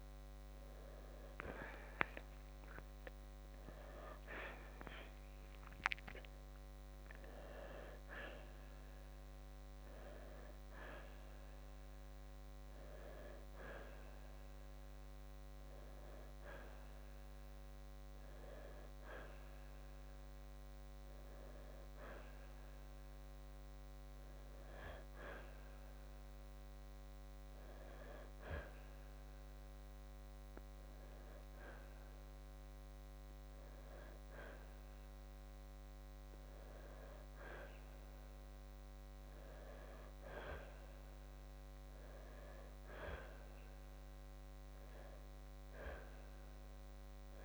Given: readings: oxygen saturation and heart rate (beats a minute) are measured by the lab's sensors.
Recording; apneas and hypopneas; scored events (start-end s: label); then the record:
breathing in sleep by a microphone on the trachea; none
none scored
From the record:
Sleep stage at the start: N2 (light sleep); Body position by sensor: on the right side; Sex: male